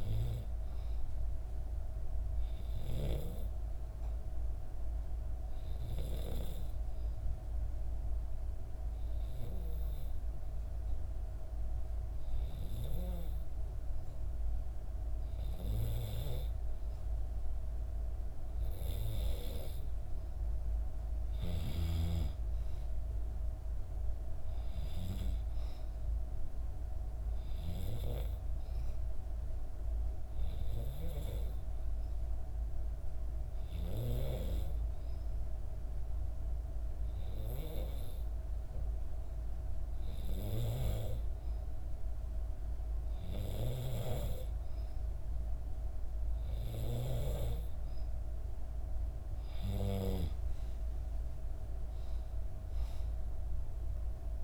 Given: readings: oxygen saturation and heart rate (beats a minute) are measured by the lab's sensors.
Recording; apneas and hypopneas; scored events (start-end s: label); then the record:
breathing in sleep by a room microphone; 2
6.00-19.50 s: hypopnea (oxygen 96% before, 93% lowest, heart rate 66 before, 62 extreme, up 5 after)
21.50-25.50 s: arousal
30.00-47.00 s: hypopnea (oxygen 95% before, 93% lowest, heart rate 64 before, 63 extreme, up 7 after)
51.00-54.43 s: arousal
From the record:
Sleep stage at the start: N2 (light sleep); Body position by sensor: on the back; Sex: female